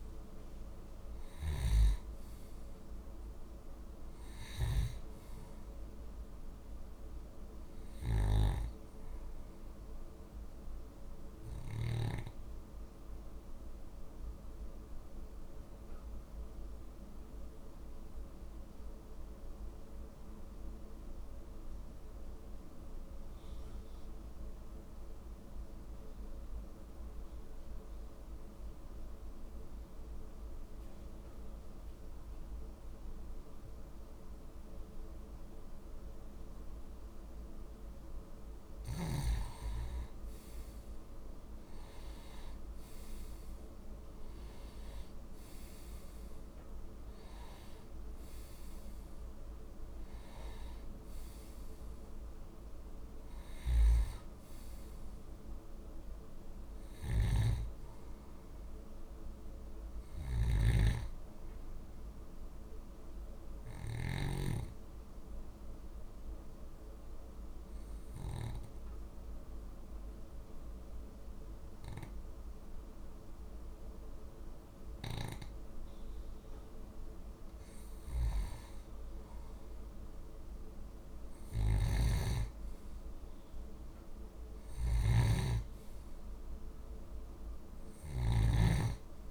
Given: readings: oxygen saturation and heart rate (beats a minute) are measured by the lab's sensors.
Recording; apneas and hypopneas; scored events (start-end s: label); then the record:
breathing in sleep by a room microphone; 2
0.00-12.00 s: oxygen desaturation (device-marked, oxygen 91% lowest, heart rate 48 extreme)
8.00-12.00 s: snoring (device-marked)
10.50-37.50 s: obstructive apnea (oxygen 97% before, 91% lowest, heart rate 54 before, 48 extreme, up 6 after)
41.00-45.00 s: arousal
44.00-61.00 s: oxygen desaturation (device-marked, oxygen 96% before, 92% lowest, heart rate 49 before, 48 extreme)
57.00-64.00 s: snoring (device-marked)
64.00-77.00 s: obstructive apnea (oxygen 96% before, 91% lowest, heart rate 52 before, 48 extreme, up 2 after)
79.00-82.00 s: arousal
81.50-89.31 s: snoring (device-marked)
From the record:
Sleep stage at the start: N2 (light sleep); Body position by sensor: on the back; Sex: male